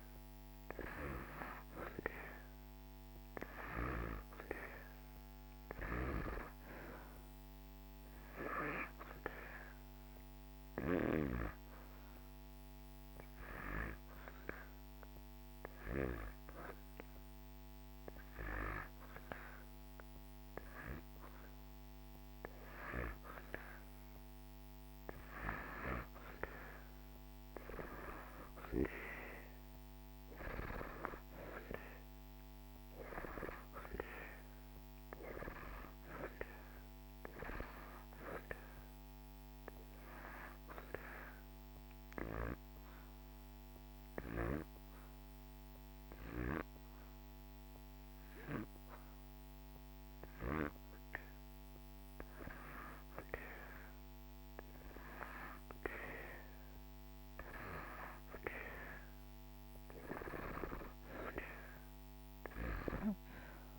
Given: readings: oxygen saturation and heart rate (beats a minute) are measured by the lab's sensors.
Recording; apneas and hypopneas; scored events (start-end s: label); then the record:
breathing in sleep by a microphone on the trachea; 2
0.00-3.50 s: arousal
9.50-19.50 s: hypopnea (oxygen 92% before, 86% lowest)
9.50-25.50 s: oxygen desaturation (device-marked, oxygen 92% before, 86% lowest)
26.50-32.00 s: arousal
41.50-52.00 s: obstructive apnea (oxygen 91% before, 86% lowest)
55.50-61.50 s: arousal
From the record:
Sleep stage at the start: N2 (light sleep); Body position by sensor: on the back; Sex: male